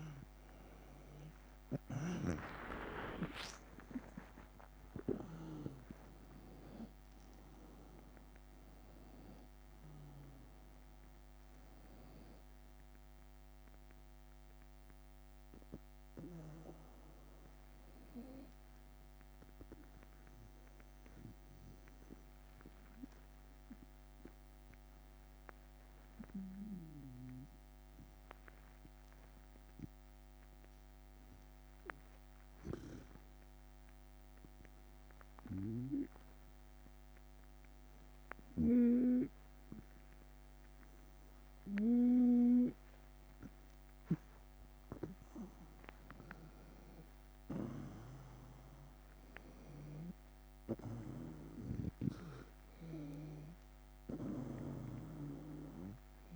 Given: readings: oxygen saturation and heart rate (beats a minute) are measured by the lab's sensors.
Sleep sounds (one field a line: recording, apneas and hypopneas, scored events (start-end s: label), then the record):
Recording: breathing in sleep by a microphone on the trachea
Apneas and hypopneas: 1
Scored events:
0.00-2.00 s: snoring (device-marked)
0.00-4.00 s: arousal
0.00-13.50 s: oxygen desaturation (device-marked, oxygen 89% lowest, heart rate 73 extreme)
0.50-14.50 s: drop in pulse transit time (device-marked, heart rate 76 before, 76 extreme)
23.00-36.50 s: obstructive apnea (oxygen 94% before, 90% lowest, heart rate 80 before, 78 extreme, up 2 after)
35.00-52.00 s: snoring (device-marked)
43.00-48.50 s: arousal
54.00-56.36 s: snoring (device-marked)
From the record:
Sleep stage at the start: N2 (light sleep)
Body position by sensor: on the right side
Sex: male